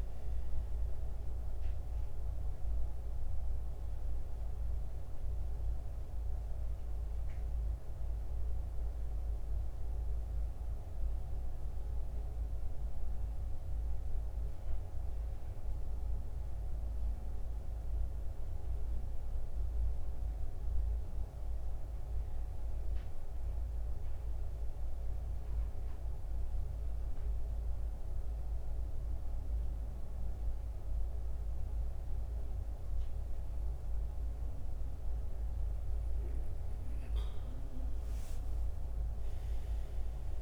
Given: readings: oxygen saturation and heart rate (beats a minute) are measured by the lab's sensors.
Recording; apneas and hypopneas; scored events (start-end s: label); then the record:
breathing in sleep, hard to hear, by a room microphone; 1
5.00-24.00 s: oxygen desaturation (device-marked, oxygen 93% before, 87% lowest, heart rate 75 before, 63 extreme)
13.50-34.50 s: mixed apnea (oxygen 95% before, 87% lowest, heart rate 78 before, 63 extreme, up 11 after)
37.50-40.42 s: arousal
From the record:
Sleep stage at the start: N2 (light sleep); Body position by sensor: on the back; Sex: male